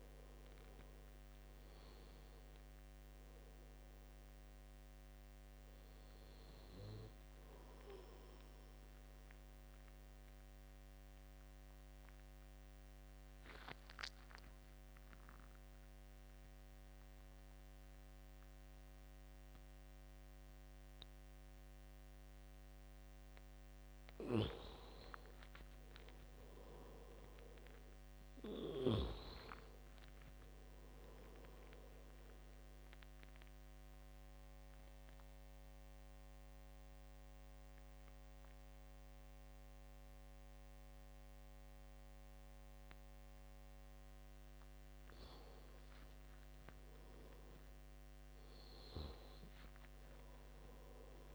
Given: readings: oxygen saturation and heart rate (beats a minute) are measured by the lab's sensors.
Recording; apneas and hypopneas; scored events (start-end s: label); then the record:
breathing in sleep by a microphone on the trachea; 2
0.00-3.00 s: arousal
0.00-26.50 s: oxygen desaturation (device-marked, oxygen 84% lowest, heart rate 65 extreme)
9.50-23.50 s: obstructive apnea (oxygen 97% before, 84% lowest, heart rate 75 before, 65 extreme, up 10 after)
26.50-30.00 s: arousal
33.00-44.00 s: obstructive apnea (oxygen 97% before, 83% lowest, heart rate 74 before, 67 extreme, up 19 after)
42.50-49.50 s: oxygen desaturation (device-marked, oxygen 97% before, 91% lowest, heart rate 71 before, 65 extreme)
49.50-51.35 s: arousal
From the record:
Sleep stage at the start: N2 (light sleep); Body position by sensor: on the back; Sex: male